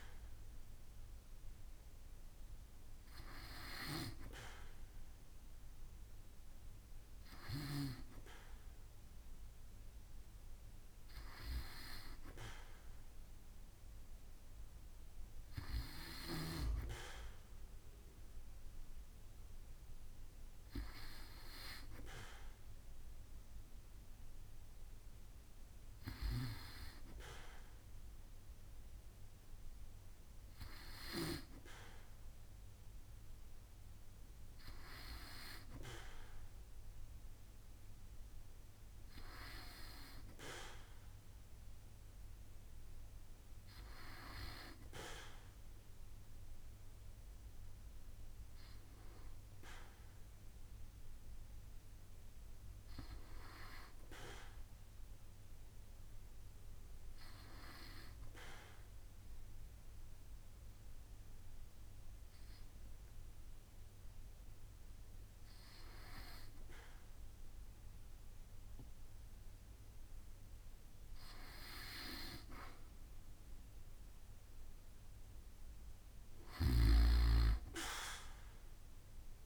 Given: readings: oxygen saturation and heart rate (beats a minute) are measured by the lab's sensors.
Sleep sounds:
breathing in sleep by a room microphone; none
none scored
From the record:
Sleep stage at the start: N2 (light sleep); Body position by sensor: on the back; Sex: male

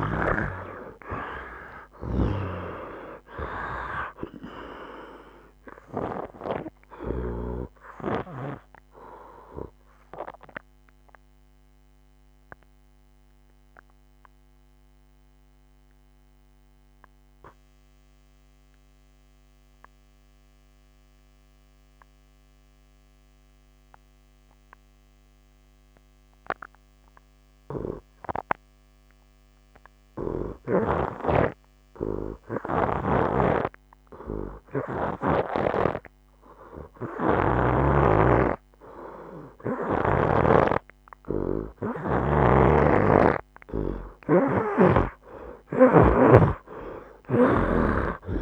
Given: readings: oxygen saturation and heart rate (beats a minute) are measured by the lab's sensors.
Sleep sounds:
breathing in sleep by a microphone on the trachea; 1
0.00-3.00 s: arousal
0.00-27.50 s: oxygen desaturation (device-marked, oxygen 83% lowest, heart rate 64 extreme)
8.50-36.50 s: obstructive apnea (oxygen 98% before, 82% lowest, heart rate 70 before, 64 extreme, up 7 after)
29.50-48.42 s: oxygen desaturation (device-marked, oxygen 98% before, 82% lowest, heart rate 70 before, 63 extreme)
31.00-40.50 s: snoring (device-marked)
39.00-43.00 s: arousal
42.50-46.00 s: snoring (device-marked)
From the record:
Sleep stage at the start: N2 (light sleep); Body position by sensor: on the right side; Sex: male

